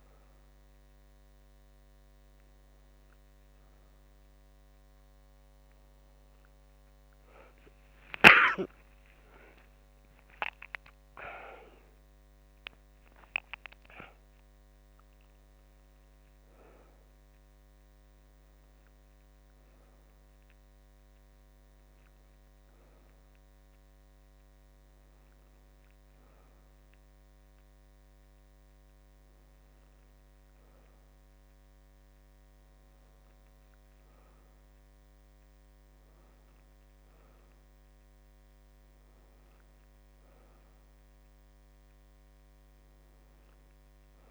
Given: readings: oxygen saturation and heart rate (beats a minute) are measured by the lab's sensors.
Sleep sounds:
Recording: breathing in sleep by a microphone on the trachea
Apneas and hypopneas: none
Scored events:
8.00-12.50 s: arousal
42.50-44.31 s: new sleep stage, N2 (light sleep)
From the record:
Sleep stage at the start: N1 (lightest sleep)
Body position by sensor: on the back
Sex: female

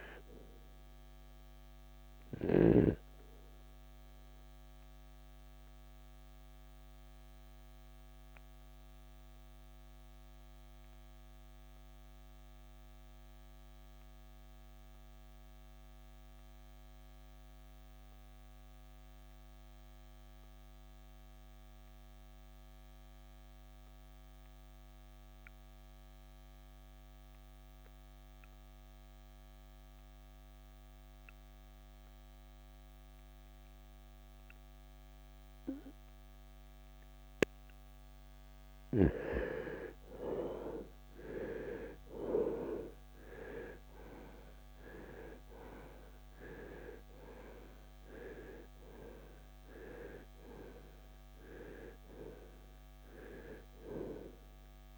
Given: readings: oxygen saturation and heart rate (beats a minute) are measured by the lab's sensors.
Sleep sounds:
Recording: breathing in sleep by a microphone on the trachea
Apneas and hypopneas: 1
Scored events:
0.00-16.50 s: oxygen desaturation (device-marked, oxygen 79% lowest, heart rate 49 extreme)
3.00-38.50 s: obstructive apnea (oxygen 95% before, 79% lowest, heart rate 79 before, 49 extreme, up 39 after)
38.50-54.98 s: oxygen desaturation (device-marked, oxygen 97% before, 81% lowest, heart rate 63 before, 56 extreme)
40.50-45.00 s: arousal
From the record:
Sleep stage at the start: N2 (light sleep)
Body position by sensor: on the right side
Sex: male

